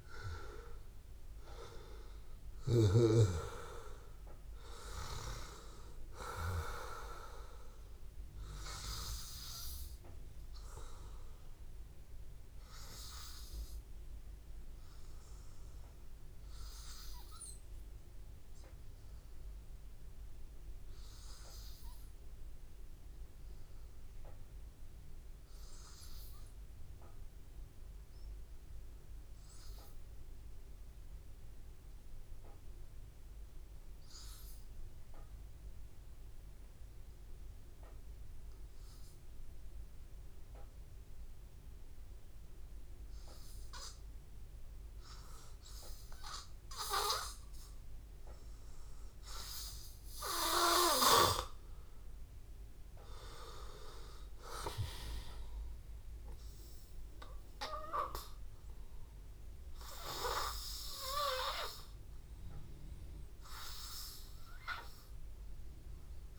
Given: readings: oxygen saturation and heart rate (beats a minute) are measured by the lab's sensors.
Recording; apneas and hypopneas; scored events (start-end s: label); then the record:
breathing in sleep by a room microphone; 1
0.00-7.00 s: oxygen desaturation (device-marked, oxygen 91% lowest, heart rate 84 extreme)
9.00-20.00 s: oxygen desaturation (device-marked, oxygen 93% before, 90% lowest, heart rate 85 before, 82 extreme)
20.50-24.00 s: arousal
28.50-53.00 s: hypopnea (oxygen 100% before, 90% lowest, heart rate 85 before, 82 extreme, up 2 after)
43.00-66.39 s: oxygen desaturation (device-marked, oxygen 98% before, 92% lowest, heart rate 84 before, 83 extreme)
54.50-58.00 s: arousal
From the record:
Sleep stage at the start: N2 (light sleep); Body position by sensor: on the back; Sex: male